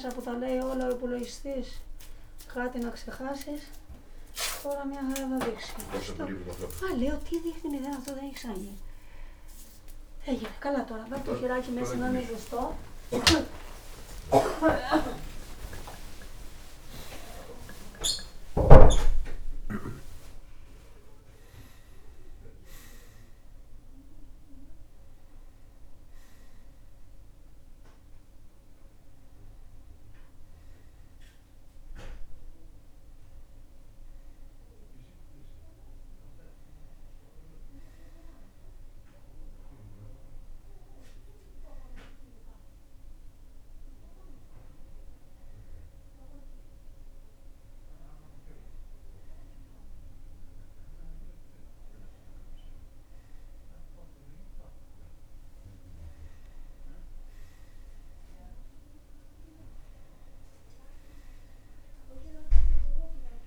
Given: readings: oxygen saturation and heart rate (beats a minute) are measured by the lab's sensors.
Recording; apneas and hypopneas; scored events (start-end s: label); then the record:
a person awake in a sleep study, by a room microphone; none
32.00-63.47 s: new sleep stage, N1 (lightest sleep)
From the record:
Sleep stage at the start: awake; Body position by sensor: on the right side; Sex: male